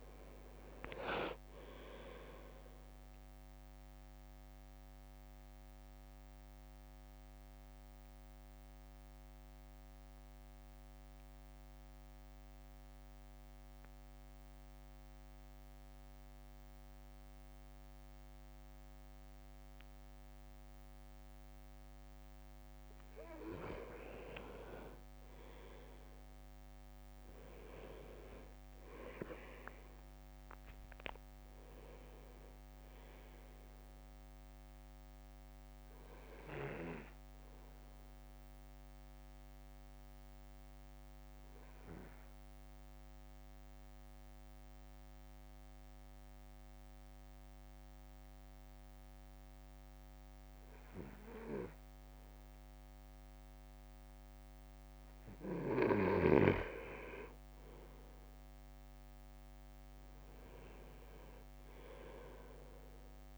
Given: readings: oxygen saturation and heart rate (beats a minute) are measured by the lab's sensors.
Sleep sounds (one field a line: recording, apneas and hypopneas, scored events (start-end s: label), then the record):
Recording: breathing in sleep by a microphone on the trachea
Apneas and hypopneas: 2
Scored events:
0.00-4.00 s: drop in pulse transit time (device-marked, heart rate 58 extreme)
4.50-22.50 s: central apnea (oxygen 99% before, 97% lowest, heart rate 60 before, 49 extreme, up 7 after)
24.50-30.00 s: leg movement (device-marked)
26.00-32.00 s: arousal
26.00-37.00 s: drop in pulse transit time (device-marked, heart rate 53 before, 56 extreme)
38.00-55.00 s: obstructive apnea (oxygen 99% before, 97% lowest, heart rate 57 before, 52 extreme, up 4 after)
58.50-63.38 s: arousal
From the record:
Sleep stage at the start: N2 (light sleep)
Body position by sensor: on the right side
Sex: male